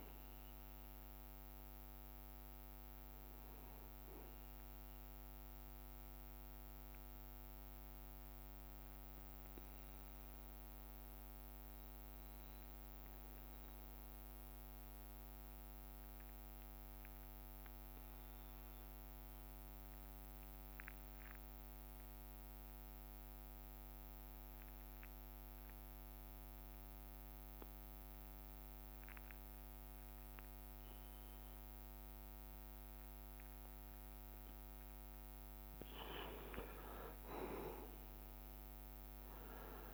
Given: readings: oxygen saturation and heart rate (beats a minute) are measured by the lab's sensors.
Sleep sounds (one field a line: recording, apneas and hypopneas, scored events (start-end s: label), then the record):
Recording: breathing in sleep, hard to hear, by a microphone on the trachea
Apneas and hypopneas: 1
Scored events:
0.00-17.00 s: bradycardia (device-marked)
7.50-9.00 s: leg movement (device-marked)
15.00-34.50 s: obstructive apnea (oxygen 99% before, 92% lowest)
17.00-22.00 s: tachycardia (device-marked)
26.00-39.94 s: new sleep stage, N2 (light sleep)
31.50-39.94 s: leg movement (device-marked)
33.00-39.94 s: bradycardia (device-marked)
34.00-39.94 s: oxygen desaturation (device-marked, oxygen 97% before, 92% lowest)
37.50-39.94 s: arousal
From the record:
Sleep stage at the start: N1 (lightest sleep)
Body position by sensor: on the back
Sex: male